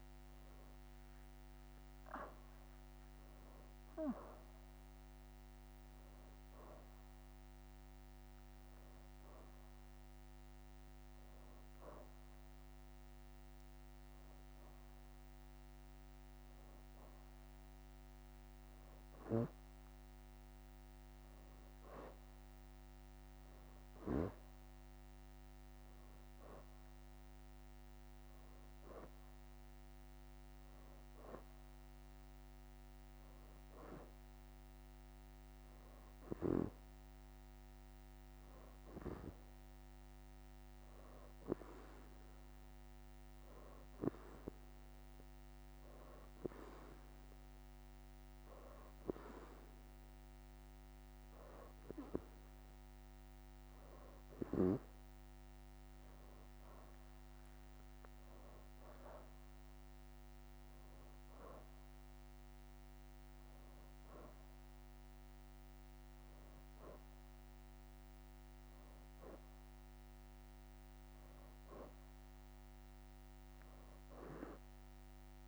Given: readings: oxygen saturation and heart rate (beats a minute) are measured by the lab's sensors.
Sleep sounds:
breathing in sleep by a microphone on the trachea; 1
0.00-5.50 s: oxygen desaturation (device-marked, oxygen 87% lowest, heart rate 83 extreme)
5.00-13.00 s: leg movement (device-marked)
18.50-29.00 s: leg movement (device-marked)
29.50-33.50 s: arousal
34.00-44.00 s: leg movement (device-marked)
37.50-51.50 s: hypopnea (oxygen 93% before, 89% lowest, heart rate 86 before, 84 extreme, up 5 after)
45.00-46.00 s: leg movement (device-marked)
56.50-58.50 s: leg movement (device-marked)
57.00-61.50 s: arousal
From the record:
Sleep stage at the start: N2 (light sleep); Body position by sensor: on the back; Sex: female

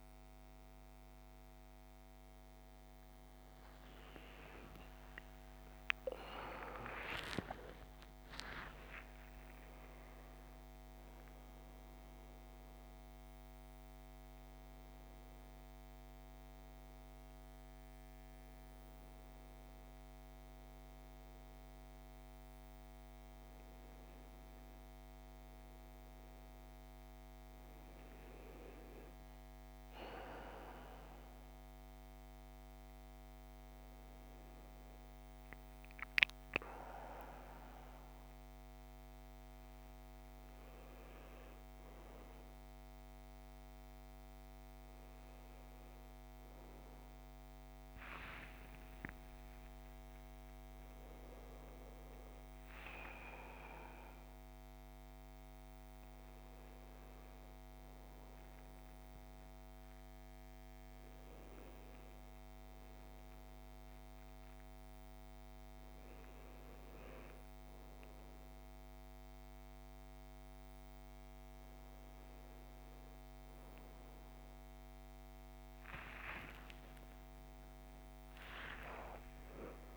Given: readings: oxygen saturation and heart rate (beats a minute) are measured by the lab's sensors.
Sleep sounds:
a person awake in a sleep study, by a microphone on the trachea; none
42.00-48.00 s: oxygen desaturation (device-marked, oxygen 100% before, 96% lowest, heart rate 72 before, 63 extreme)
From the record:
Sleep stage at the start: awake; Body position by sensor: on the right side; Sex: male

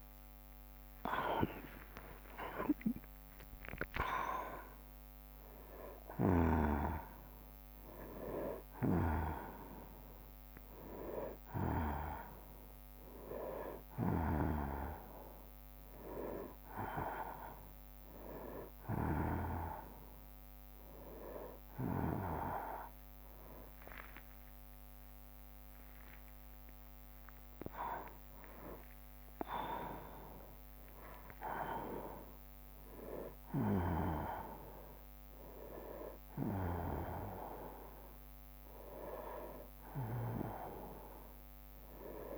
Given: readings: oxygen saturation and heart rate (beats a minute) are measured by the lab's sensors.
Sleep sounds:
a person awake in a sleep study, by a microphone on the trachea; none
0.00-2.00 s: tachycardia (device-marked, heart rate 133 extreme)
23.50-25.50 s: long interval between heartbeats (device-marked, heart rate 74 before, 72 extreme)
24.00-42.38 s: new sleep stage, N1 (lightest sleep)
From the record:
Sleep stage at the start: awake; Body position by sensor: on the right side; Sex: male

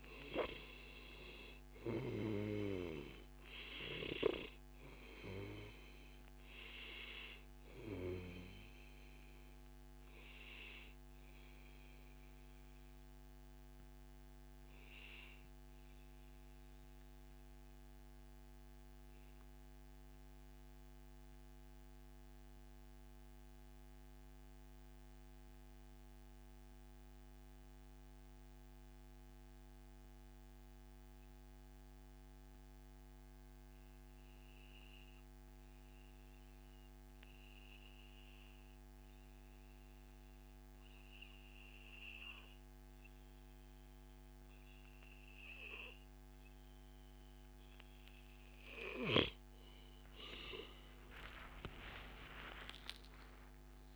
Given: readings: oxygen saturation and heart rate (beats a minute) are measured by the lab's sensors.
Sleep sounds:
breathing in sleep by a microphone on the trachea; 1
3.50-11.50 s: oxygen desaturation (device-marked, oxygen 96% before, 93% lowest, heart rate 140 before, 97 extreme)
7.50-9.50 s: long interval between heartbeats (device-marked, heart rate 140 before, 131 extreme)
10.00-12.00 s: long interval between heartbeats (device-marked, heart rate 140 before, 113 extreme)
10.50-49.00 s: mixed apnea (oxygen 98% before, 91% lowest, heart rate 139 before, 73 extreme, up 58 after)
13.50-15.50 s: long interval between heartbeats (device-marked, heart rate 134 before, 99 extreme)
19.50-21.50 s: long interval between heartbeats (device-marked, heart rate 125 before, 108 extreme)
42.50-53.96 s: oxygen desaturation (device-marked, oxygen 98% before, 91% lowest, heart rate 102 before, 83 extreme)
50.50-53.96 s: arousal
From the record:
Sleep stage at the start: N2 (light sleep); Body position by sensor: on the back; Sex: male

